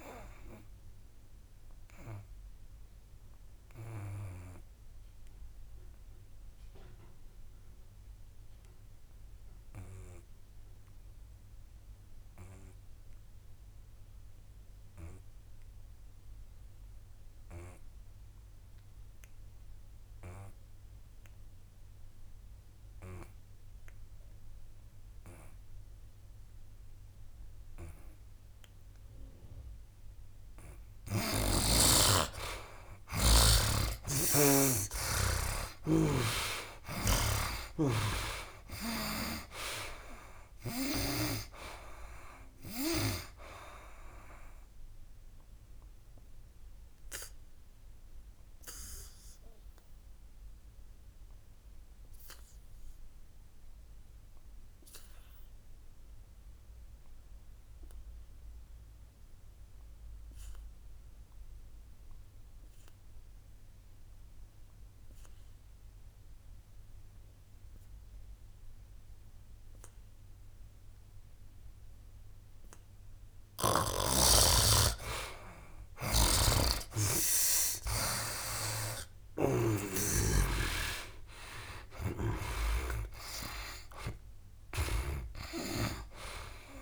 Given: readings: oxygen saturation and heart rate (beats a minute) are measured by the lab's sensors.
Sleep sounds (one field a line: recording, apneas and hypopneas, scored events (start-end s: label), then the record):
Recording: breathing in sleep by a room microphone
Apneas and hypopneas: 2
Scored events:
0.00-20.00 s: oxygen desaturation (device-marked, oxygen 72% lowest, heart rate 62 extreme)
0.50-30.50 s: obstructive apnea (oxygen 98% before, 70% lowest, heart rate 73 before, 62 extreme, up 16 after)
27.00-67.00 s: oxygen desaturation (device-marked, oxygen 97% before, 70% lowest, heart rate 66 before, 64 extreme)
33.00-37.00 s: arousal
36.00-41.00 s: snoring (device-marked)
45.50-74.00 s: obstructive apnea (oxygen 97% before, 70% lowest, heart rate 74 before, 64 extreme, up 14 after)
69.00-86.82 s: oxygen desaturation (device-marked, oxygen 98% before, 71% lowest, heart rate 68 before, 64 extreme)
76.00-85.00 s: snoring (device-marked)
77.50-82.50 s: arousal
From the record:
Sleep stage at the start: N2 (light sleep)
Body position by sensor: on the back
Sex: male